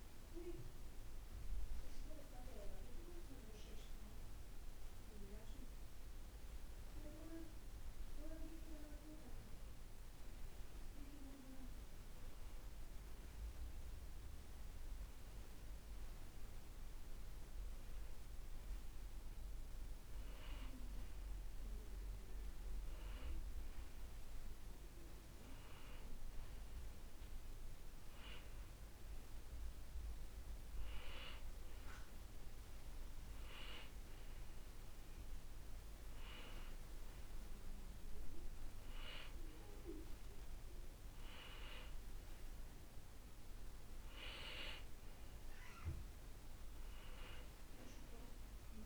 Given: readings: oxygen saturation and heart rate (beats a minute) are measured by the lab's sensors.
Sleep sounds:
breathing in sleep by a room microphone; none
none scored
From the record:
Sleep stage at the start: N2 (light sleep); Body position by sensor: on the back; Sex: male

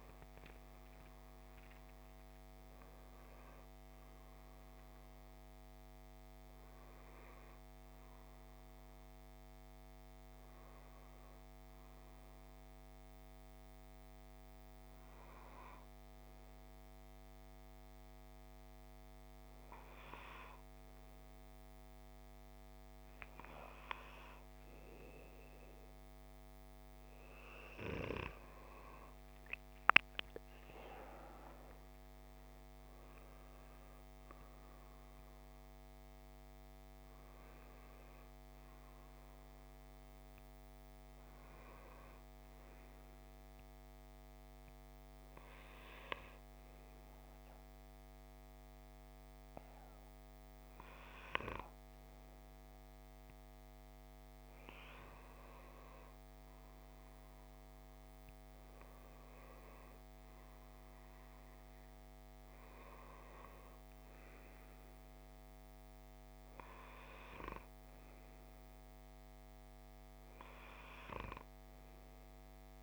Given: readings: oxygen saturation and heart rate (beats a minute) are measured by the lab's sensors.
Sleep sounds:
breathing in sleep by a microphone on the trachea; none
30.00-33.50 s: arousal
From the record:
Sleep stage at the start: N2 (light sleep); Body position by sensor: on the back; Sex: male

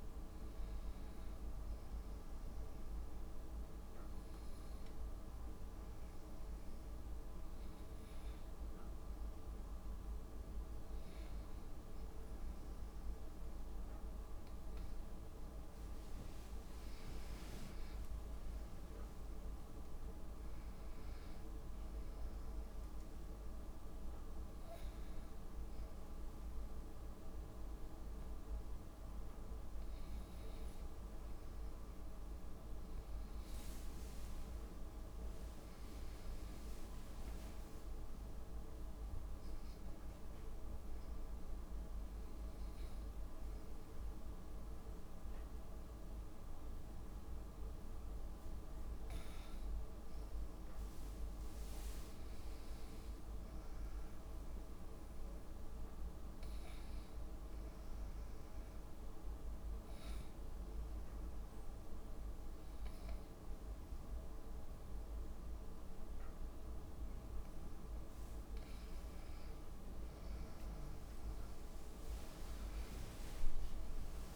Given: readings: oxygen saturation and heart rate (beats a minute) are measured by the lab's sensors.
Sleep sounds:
breathing in sleep, hard to hear, by a room microphone; 3
0.00-1.50 s: arousal
2.50-12.50 s: oxygen desaturation (device-marked, oxygen 97% before, 93% lowest)
5.50-16.50 s: hypopnea (oxygen 97% before, 91% lowest)
13.50-15.50 s: long interval between heartbeats (device-marked)
19.00-22.50 s: arousal
40.00-42.00 s: long interval between heartbeats (device-marked)
40.00-50.00 s: obstructive apnea (oxygen 96% before, 89% lowest)
52.00-56.00 s: arousal
57.50-67.50 s: oxygen desaturation (device-marked, oxygen 94% before, 91% lowest)
60.00-70.00 s: obstructive apnea (oxygen 96% before, 89% lowest)
72.00-74.36 s: arousal
From the record:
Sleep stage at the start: N2 (light sleep); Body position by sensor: on the left side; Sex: female

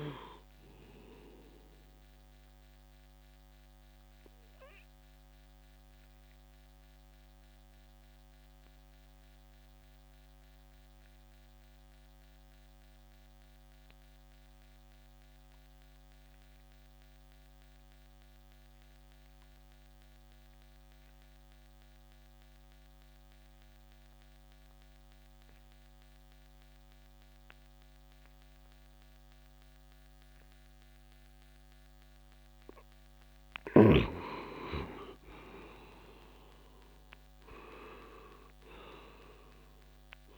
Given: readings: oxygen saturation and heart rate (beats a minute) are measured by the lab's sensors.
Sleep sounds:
breathing in sleep by a microphone on the trachea; 1
0.00-19.00 s: oxygen desaturation (device-marked, oxygen 91% lowest, heart rate 58 extreme)
4.00-32.50 s: obstructive apnea (oxygen 100% before, 89% lowest, heart rate 67 before, 58 extreme, up 19 after)
33.00-40.38 s: oxygen desaturation (device-marked, oxygen 98% before, 89% lowest, heart rate 61 before, 62 extreme)
34.50-38.00 s: arousal
From the record:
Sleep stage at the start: N2 (light sleep); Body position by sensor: on the back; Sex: male

